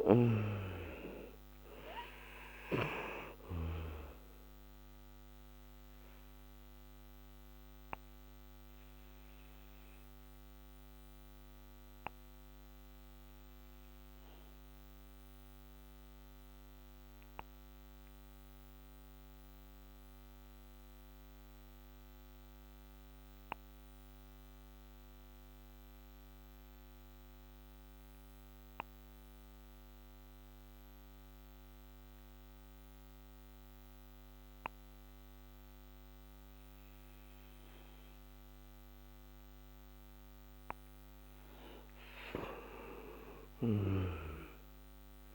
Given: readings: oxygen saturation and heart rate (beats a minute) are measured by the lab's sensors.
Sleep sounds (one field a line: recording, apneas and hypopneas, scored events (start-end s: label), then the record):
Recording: breathing in sleep by a microphone on the trachea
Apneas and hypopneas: 1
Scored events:
3.00-27.00 s: oxygen desaturation (device-marked, oxygen 95% before, 87% lowest, heart rate 66 before, 57 extreme)
7.50-40.50 s: obstructive apnea (oxygen 98% before, 87% lowest, heart rate 68 before, 57 extreme, up 20 after)
42.50-45.35 s: arousal
From the record:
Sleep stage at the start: N2 (light sleep)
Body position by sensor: on the back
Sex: male